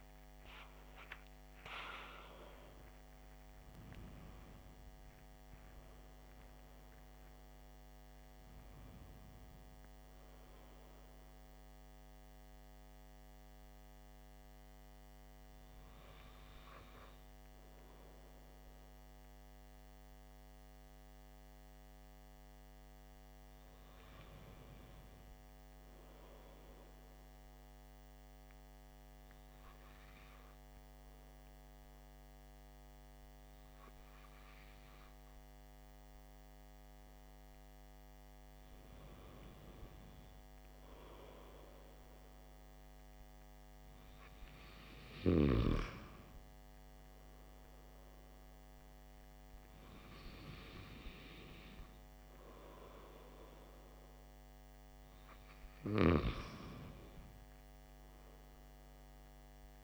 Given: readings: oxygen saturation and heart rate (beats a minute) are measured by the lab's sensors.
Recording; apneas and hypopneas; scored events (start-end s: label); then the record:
breathing in sleep by a microphone on the trachea; 1
0.00-3.00 s: tachycardia (device-marked, heart rate 120 extreme)
14.00-35.00 s: hypopnea (oxygen 95% before, 91% lowest, heart rate 86 before, 52 extreme, up 8 after)
39.50-43.00 s: arousal
From the record:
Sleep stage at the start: N2 (light sleep); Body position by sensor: on the back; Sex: male